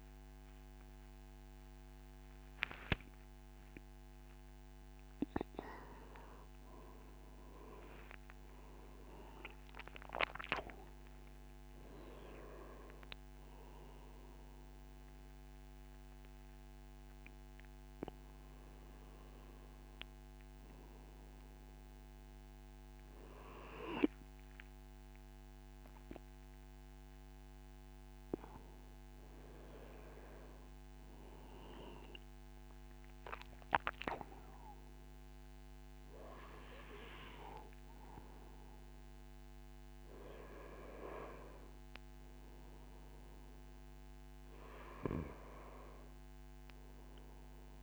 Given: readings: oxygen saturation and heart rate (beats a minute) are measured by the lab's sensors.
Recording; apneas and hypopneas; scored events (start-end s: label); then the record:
a person awake in a sleep study, by a microphone on the trachea; none
0.50-30.50 s: new sleep stage, awake
30.50-47.83 s: new sleep stage, N1 (lightest sleep)
From the record:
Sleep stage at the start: N2 (light sleep); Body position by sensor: on the right side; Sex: male